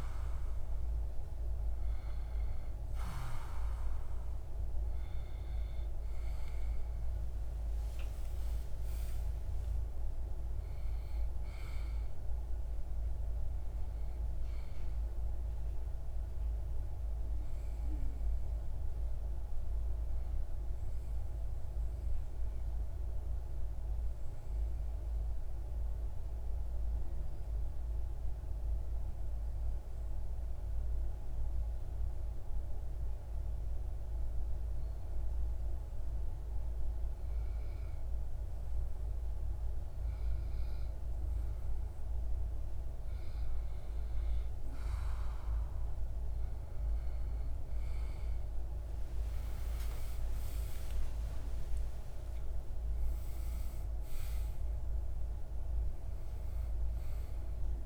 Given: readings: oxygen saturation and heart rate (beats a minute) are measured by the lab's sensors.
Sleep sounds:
breathing in sleep, hard to hear, by a room microphone; 1
4.50-10.00 s: arousal
24.00-41.00 s: obstructive apnea (oxygen 97% before, 93% lowest)
45.50-57.86 s: oxygen desaturation (device-marked, oxygen 97% before, 93% lowest)
47.50-52.50 s: arousal
From the record:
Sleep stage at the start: N2 (light sleep); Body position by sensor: on the back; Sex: male

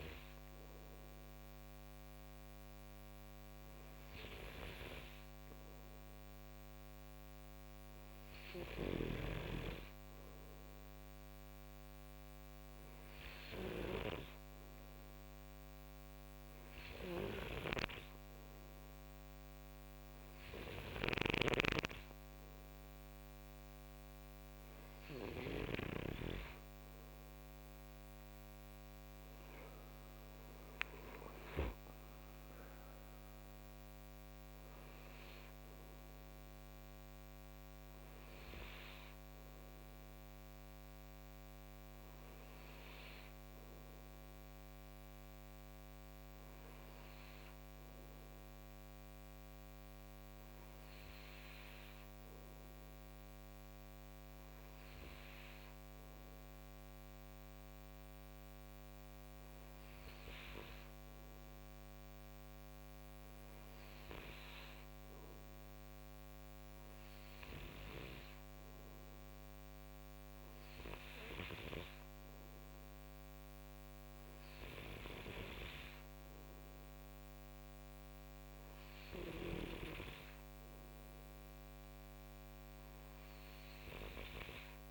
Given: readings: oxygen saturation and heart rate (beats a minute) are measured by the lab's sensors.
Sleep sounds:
breathing in sleep by a microphone on the trachea; none
57.00-84.90 s: new sleep stage, REM sleep
From the record:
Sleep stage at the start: N2 (light sleep); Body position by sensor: on the right side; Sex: male

